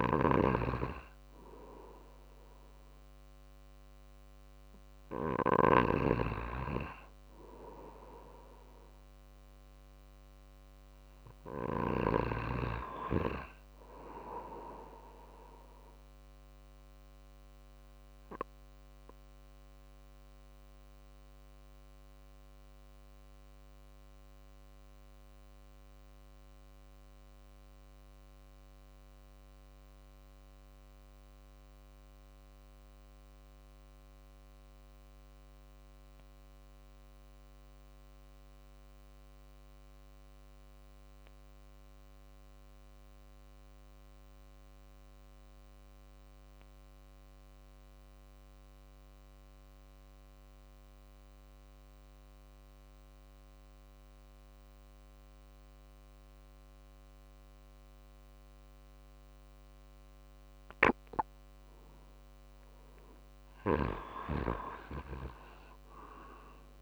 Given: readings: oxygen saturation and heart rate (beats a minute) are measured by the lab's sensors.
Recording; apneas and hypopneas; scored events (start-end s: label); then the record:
breathing in sleep by a microphone on the trachea; 1
0.00-5.00 s: snoring (device-marked)
16.00-60.00 s: obstructive apnea (oxygen 95% before, 87% lowest, heart rate 51 before, 50 extreme, up 3 after)
40.00-52.00 s: drop in pulse transit time (device-marked, heart rate 51 before, 50 extreme)
60.00-66.82 s: oxygen desaturation (device-marked, oxygen 94% before, 89% lowest, heart rate 51 before, 50 extreme)
62.00-65.50 s: arousal
From the record:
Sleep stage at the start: N2 (light sleep); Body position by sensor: on the right side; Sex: male